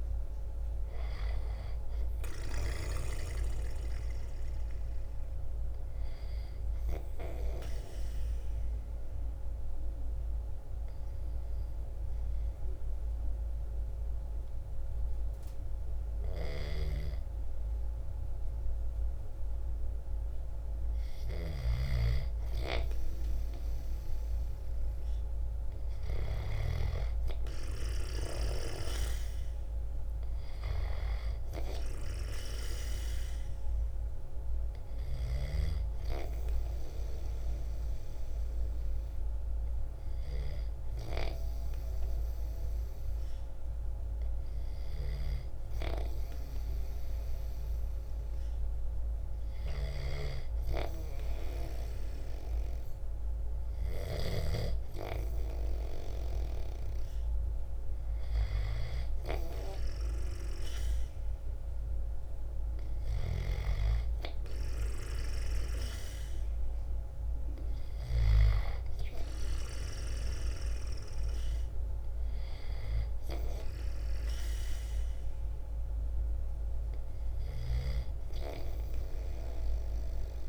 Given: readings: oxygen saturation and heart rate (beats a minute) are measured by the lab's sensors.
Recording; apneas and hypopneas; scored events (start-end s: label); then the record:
breathing in sleep by a room microphone; 2
0.00-1.00 s: arousal
6.00-20.50 s: obstructive apnea (oxygen 97% before, 88% lowest, heart rate 59 before, 52 extreme, up 1 after)
15.50-26.00 s: snoring (device-marked)
16.50-23.50 s: oxygen desaturation (device-marked, oxygen 97% before, 93% lowest, heart rate 57 before, 52 extreme)
23.50-27.00 s: arousal
32.50-56.50 s: oxygen desaturation (device-marked, oxygen 96% before, 88% lowest, heart rate 54 before, 52 extreme)
34.50-53.50 s: snoring (device-marked)
35.00-56.00 s: hypopnea (oxygen 97% before, 88% lowest, heart rate 54 before, 52 extreme, up 2 after)
58.50-62.50 s: arousal
62.50-67.50 s: snoring (device-marked)
69.50-80.49 s: oxygen desaturation (device-marked, oxygen 95% before, 90% lowest, heart rate 55 before, 51 extreme)
From the record:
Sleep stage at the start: N2 (light sleep); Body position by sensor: on the back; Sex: male